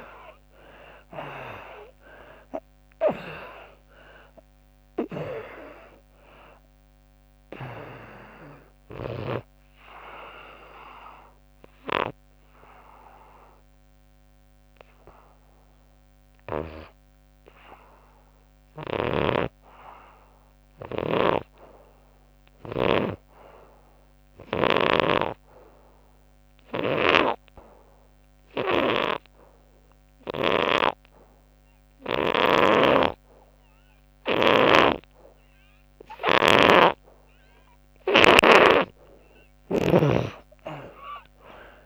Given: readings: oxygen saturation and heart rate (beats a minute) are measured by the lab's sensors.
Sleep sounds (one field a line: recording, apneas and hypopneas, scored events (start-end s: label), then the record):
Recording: breathing in sleep by a microphone on the trachea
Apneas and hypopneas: 1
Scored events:
0.00-3.50 s: arousal
0.00-18.00 s: oxygen desaturation (device-marked, oxygen 77% lowest, heart rate 67 extreme)
11.50-37.50 s: hypopnea (oxygen 98% before, 77% lowest, heart rate 82 before, 65 extreme, up 26 after)
31.00-41.85 s: oxygen desaturation (device-marked, oxygen 98% before, 78% lowest, heart rate 74 before, 62 extreme)
36.00-40.00 s: snoring (device-marked)
From the record:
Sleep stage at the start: N2 (light sleep)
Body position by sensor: on the back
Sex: female